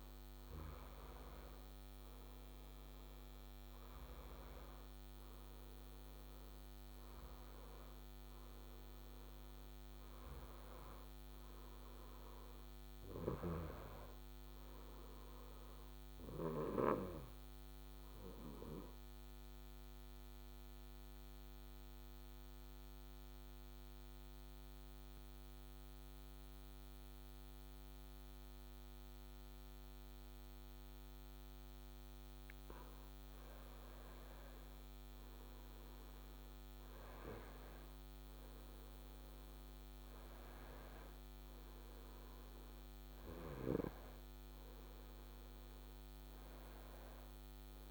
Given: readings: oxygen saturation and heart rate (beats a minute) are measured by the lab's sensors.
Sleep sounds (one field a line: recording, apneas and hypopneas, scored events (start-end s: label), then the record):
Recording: breathing in sleep by a microphone on the trachea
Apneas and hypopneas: 1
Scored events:
0.00-1.50 s: arousal
0.00-23.00 s: oxygen desaturation (device-marked, oxygen 91% lowest, heart rate 62 extreme)
17.50-32.50 s: obstructive apnea (oxygen 96% before, 91% lowest, heart rate 68 before, 62 extreme, up 4 after)
34.00-37.50 s: arousal
39.00-47.91 s: oxygen desaturation (device-marked, oxygen 97% before, 92% lowest, heart rate 66 before, 58 extreme)
From the record:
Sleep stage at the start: N2 (light sleep)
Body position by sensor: on the back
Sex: male